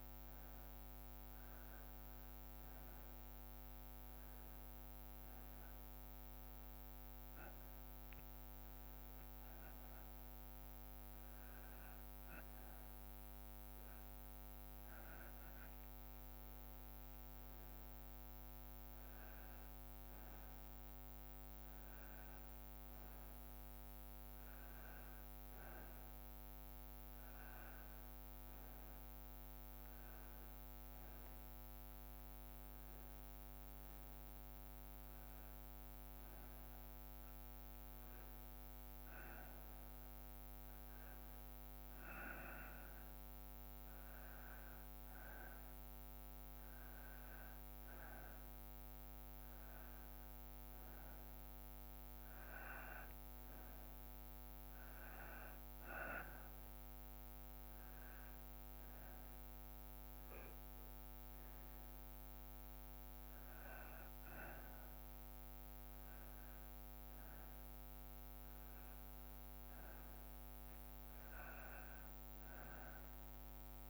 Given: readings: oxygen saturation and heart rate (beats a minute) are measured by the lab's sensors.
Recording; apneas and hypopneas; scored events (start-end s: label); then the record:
breathing in sleep, hard to hear, by a microphone on the trachea; none
none scored
From the record:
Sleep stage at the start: N2 (light sleep); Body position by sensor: on the back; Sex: male